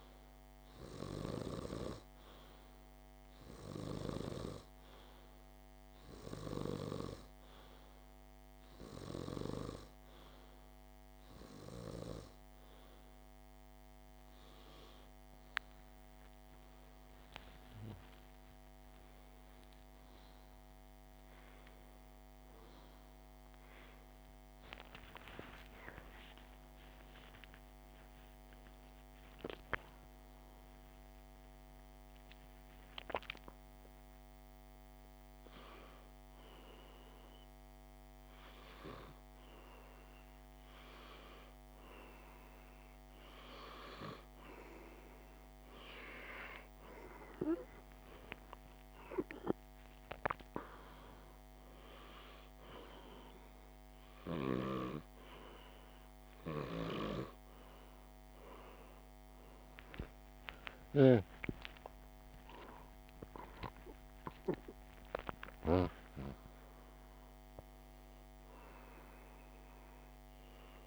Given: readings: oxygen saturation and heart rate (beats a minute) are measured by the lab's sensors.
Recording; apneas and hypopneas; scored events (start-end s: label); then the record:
breathing in sleep by a microphone on the trachea; none
24.50-28.00 s: arousal
57.50-68.50 s: oxygen desaturation (device-marked, oxygen 98% before, 95% lowest, heart rate 47 before, 46 extreme)
61.00-65.50 s: arousal
From the record:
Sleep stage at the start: N2 (light sleep); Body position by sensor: on the back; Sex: male